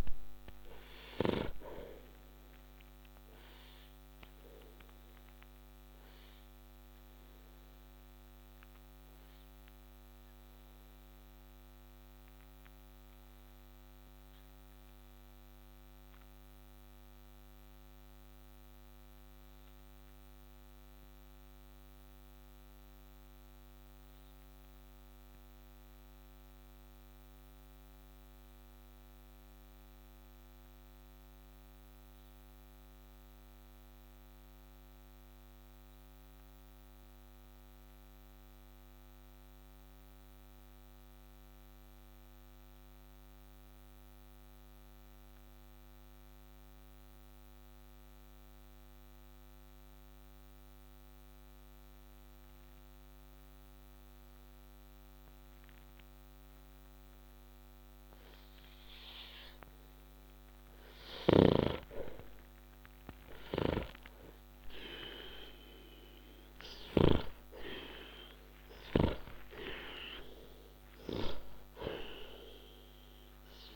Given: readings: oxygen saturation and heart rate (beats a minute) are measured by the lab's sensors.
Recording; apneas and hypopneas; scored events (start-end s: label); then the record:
breathing in sleep by a microphone on the trachea; 1
0.00-34.50 s: oxygen desaturation (device-marked, oxygen 76% lowest, heart rate 39 extreme)
4.00-58.00 s: mixed apnea (oxygen 97% before, 76% lowest)
56.50-67.50 s: oxygen desaturation (device-marked, oxygen 98% before, 94% lowest)
60.50-66.50 s: snoring (device-marked)
62.50-69.50 s: arousal
From the record:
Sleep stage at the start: N2 (light sleep); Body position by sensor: on the back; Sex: male